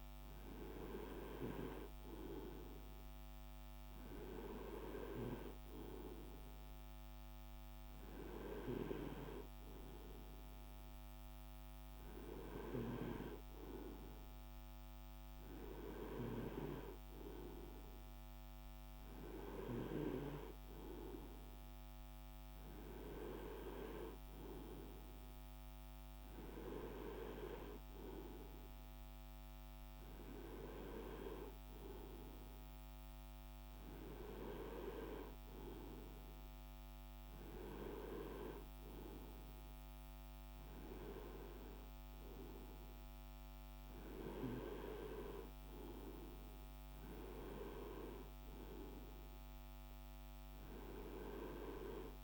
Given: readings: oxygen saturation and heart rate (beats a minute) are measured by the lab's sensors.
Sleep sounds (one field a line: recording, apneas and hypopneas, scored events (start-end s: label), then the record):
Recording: breathing in sleep by a microphone on the trachea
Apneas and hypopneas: none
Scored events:
none scored
From the record:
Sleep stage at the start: N2 (light sleep)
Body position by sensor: on the right side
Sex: male